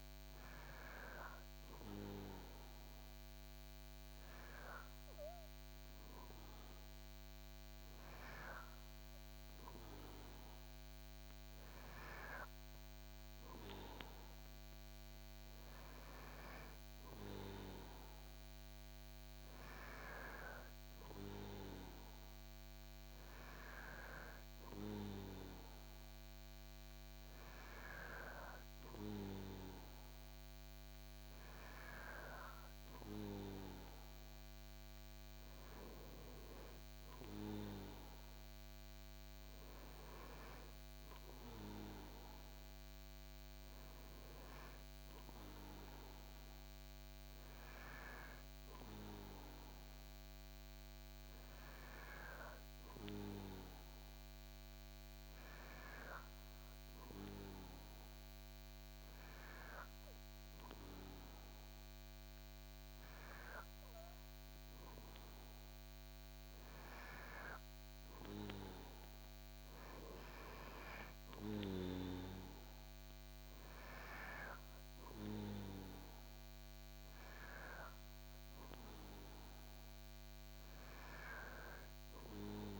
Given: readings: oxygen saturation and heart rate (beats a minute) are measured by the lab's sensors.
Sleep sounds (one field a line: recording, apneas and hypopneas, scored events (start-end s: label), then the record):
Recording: breathing in sleep by a microphone on the trachea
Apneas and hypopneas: none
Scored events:
none scored
From the record:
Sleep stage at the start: N2 (light sleep)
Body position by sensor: on the back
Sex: male